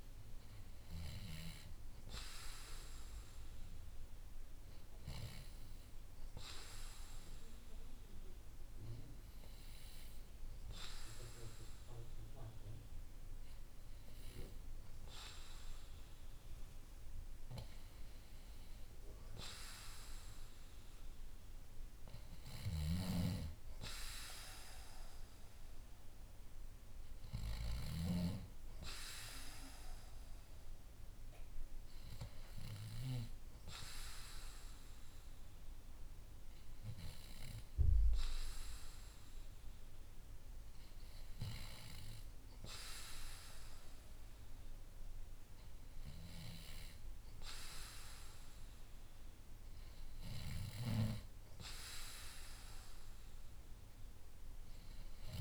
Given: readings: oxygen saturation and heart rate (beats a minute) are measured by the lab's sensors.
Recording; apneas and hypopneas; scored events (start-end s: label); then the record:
breathing in sleep by a room microphone; none
22.00-27.50 s: snoring (device-marked)
From the record:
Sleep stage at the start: N2 (light sleep); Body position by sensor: on the back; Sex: male